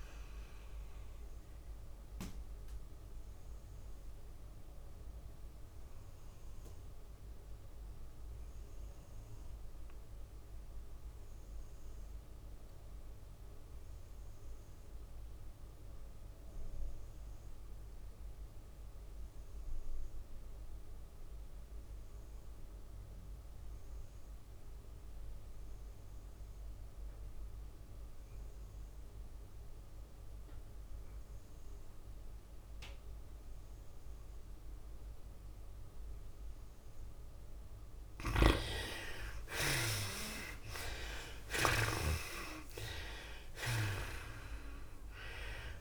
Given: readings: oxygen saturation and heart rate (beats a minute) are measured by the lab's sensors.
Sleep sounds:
breathing in sleep by a room microphone; 1
0.00-7.00 s: drop in pulse transit time (device-marked, heart rate 105 extreme)
0.00-9.00 s: oxygen desaturation (device-marked, oxygen 64% lowest, heart rate 96 extreme)
0.00-21.00 s: tachycardia (device-marked, heart rate 124 extreme)
1.00-38.00 s: obstructive apnea (oxygen 94% before, 59% lowest, heart rate 109 before, 88 extreme, up 25 after)
17.00-45.81 s: oxygen desaturation (device-marked, oxygen 97% before, 59% lowest, heart rate 112 before, 88 extreme)
22.00-24.00 s: tachycardia (device-marked, heart rate 107 before, 101 extreme)
25.00-27.00 s: long interval between heartbeats (device-marked, heart rate 106 before, 101 extreme)
34.00-36.00 s: long interval between heartbeats (device-marked, heart rate 101 before, 88 extreme)
38.00-45.81 s: tachycardia (device-marked, heart rate 106 before, 116 extreme)
38.50-43.00 s: snoring (device-marked)
40.50-44.00 s: arousal
43.00-45.81 s: drop in pulse transit time (device-marked, heart rate 97 before, 107 extreme)
From the record:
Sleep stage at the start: N2 (light sleep); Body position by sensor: on the back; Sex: female

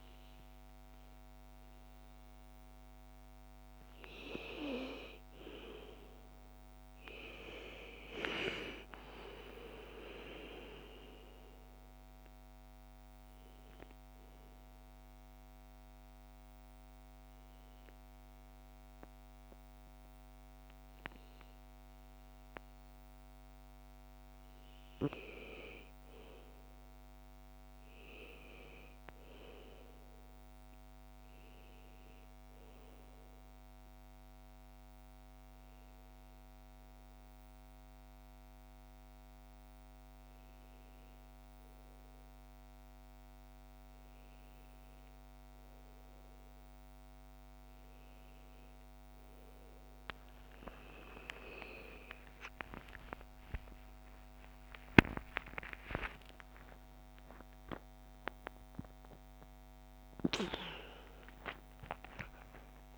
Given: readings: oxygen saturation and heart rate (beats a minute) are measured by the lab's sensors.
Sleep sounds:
breathing in sleep by a microphone on the trachea; 2
11.00-23.50 s: mixed apnea (oxygen 97% before, 93% lowest, heart rate 83 before, 48 extreme, up 40 after)
25.00-28.50 s: arousal
31.50-42.50 s: obstructive apnea (oxygen 96% before, 94% lowest, heart rate 71 before, 56 extreme, up 55 after)
36.00-62.98 s: new sleep stage, N1 (lightest sleep)
51.00-59.00 s: arousal
From the record:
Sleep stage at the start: N2 (light sleep); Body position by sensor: on the back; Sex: female

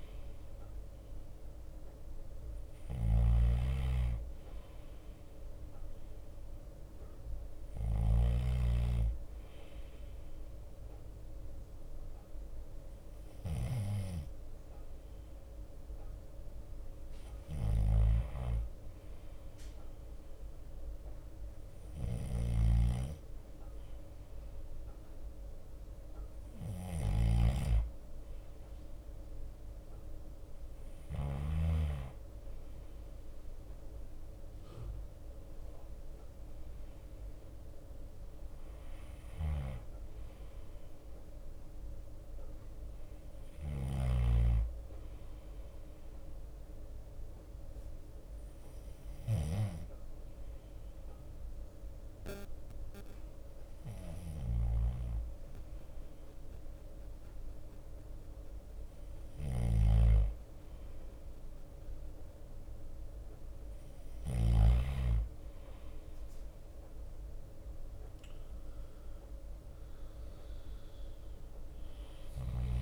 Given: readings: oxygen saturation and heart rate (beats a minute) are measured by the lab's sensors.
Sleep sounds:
breathing in sleep by a room microphone; 1
0.00-9.00 s: snoring (device-marked)
0.00-72.82 s: bradycardia (device-marked)
0.50-2.50 s: long interval between heartbeats (device-marked, heart rate 51 before, 56 extreme)
5.50-15.50 s: drop in pulse transit time (device-marked, heart rate 51 before, 45 extreme)
14.50-16.50 s: long interval between heartbeats (device-marked, heart rate 52 before, 54 extreme)
22.50-32.00 s: snoring (device-marked)
23.50-25.50 s: long interval between heartbeats (device-marked, heart rate 52 before, 54 extreme)
28.50-39.50 s: drop in pulse transit time (device-marked, heart rate 53 before, 45 extreme)
37.00-41.50 s: arousal
45.00-58.50 s: hypopnea (oxygen 92% before, 89% lowest, heart rate 49 before, 37 extreme, up 10 after)
45.50-47.50 s: long interval between heartbeats (device-marked, heart rate 49 before, 52 extreme)
61.50-65.00 s: arousal
65.50-67.50 s: long interval between heartbeats (device-marked, heart rate 50 before, 54 extreme)
69.00-71.00 s: long interval between heartbeats (device-marked, heart rate 50 before, 47 extreme)
From the record:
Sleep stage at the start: N2 (light sleep); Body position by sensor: on the back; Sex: male

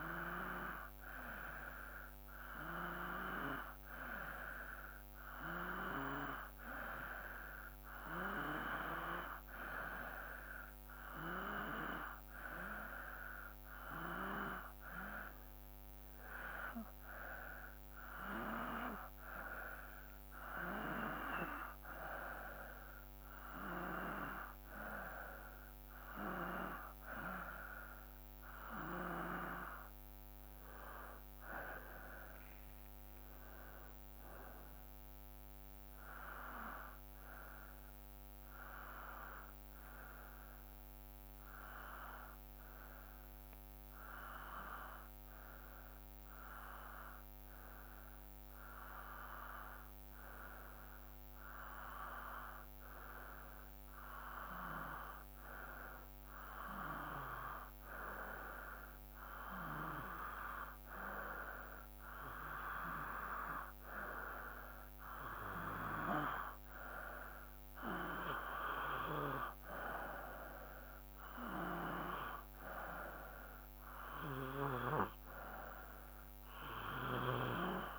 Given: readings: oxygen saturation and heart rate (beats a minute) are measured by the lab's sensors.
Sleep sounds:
breathing in sleep by a microphone on the trachea; 1
0.00-2.50 s: arousal
34.50-38.00 s: arousal
41.50-55.00 s: hypopnea (oxygen 94% before, 92% lowest, heart rate 57 before, 56 extreme, up 3 after)
58.50-62.50 s: arousal
From the record:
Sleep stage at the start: N2 (light sleep); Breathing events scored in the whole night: 191 in 4.5 hours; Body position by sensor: on the back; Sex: male

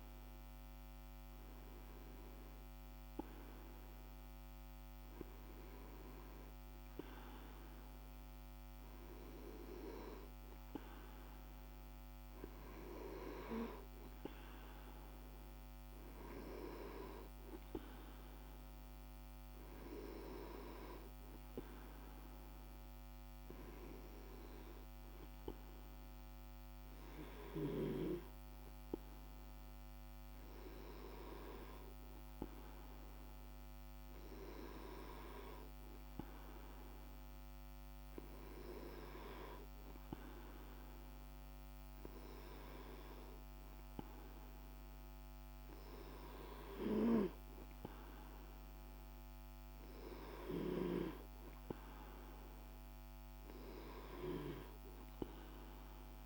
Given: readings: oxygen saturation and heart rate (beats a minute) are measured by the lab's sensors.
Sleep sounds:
breathing in sleep by a microphone on the trachea; none
none scored
From the record:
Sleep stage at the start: N2 (light sleep); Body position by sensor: on the back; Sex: male

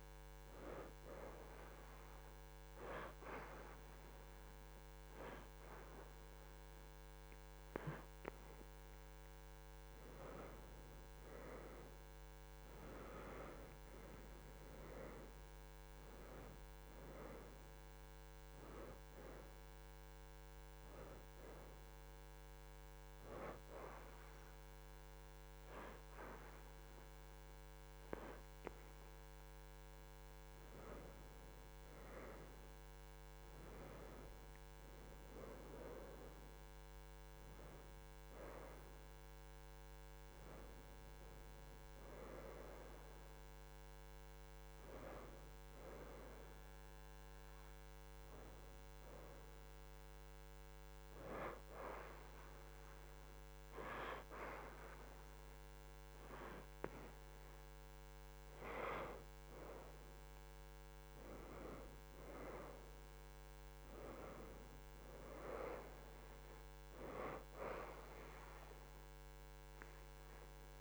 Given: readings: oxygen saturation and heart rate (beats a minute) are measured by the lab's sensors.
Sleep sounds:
breathing in sleep by a microphone on the trachea; 3
1.50-12.50 s: hypopnea (oxygen 87% before, 77% lowest, heart rate 78 before, 70 extreme, up 7 after)
2.50-15.50 s: oxygen desaturation (device-marked, oxygen 87% before, 80% lowest, heart rate 78 before, 70 extreme)
14.00-17.50 s: arousal
20.00-30.50 s: hypopnea (oxygen 87% before, 77% lowest, heart rate 77 before, 70 extreme, up 5 after)
22.50-39.50 s: oxygen desaturation (device-marked, oxygen 87% before, 77% lowest, heart rate 77 before, 70 extreme)
32.00-36.00 s: arousal
41.50-58.50 s: oxygen desaturation (device-marked, oxygen 89% before, 79% lowest, heart rate 75 before, 74 extreme)
47.00-57.50 s: hypopnea (oxygen 89% before, 79% lowest, heart rate 75 before, 74 extreme, up 5 after)
61.00-64.50 s: arousal
65.50-70.81 s: oxygen desaturation (device-marked, oxygen 88% before, 79% lowest, heart rate 75 before, 71 extreme)
From the record:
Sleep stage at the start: N1 (lightest sleep); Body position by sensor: on the back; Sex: female

